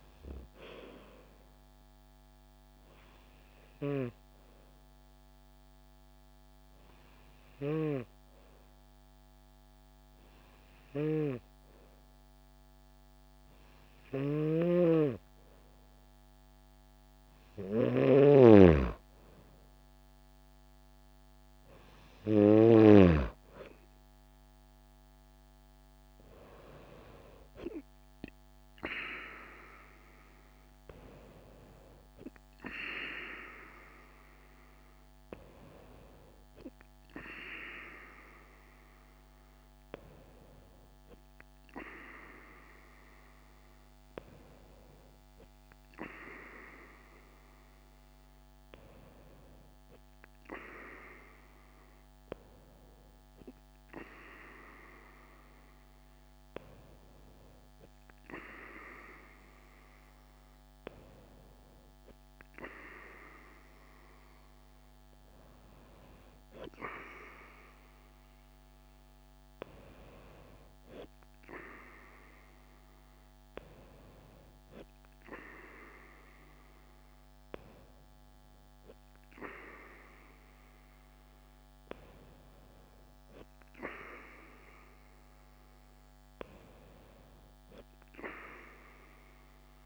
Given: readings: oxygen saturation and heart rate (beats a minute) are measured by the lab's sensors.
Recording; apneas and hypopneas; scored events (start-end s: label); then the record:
breathing in sleep by a microphone on the trachea; 1
4.50-16.50 s: obstructive apnea (oxygen 96% before, 94% lowest, heart rate 76 before, 59 extreme, up 2 after)
14.00-23.00 s: snoring (device-marked)
19.00-22.50 s: arousal
27.00-29.00 s: bradycardia (device-marked, heart rate 72 before, 71 extreme)
From the record:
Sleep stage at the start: N2 (light sleep); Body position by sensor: on the right side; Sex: female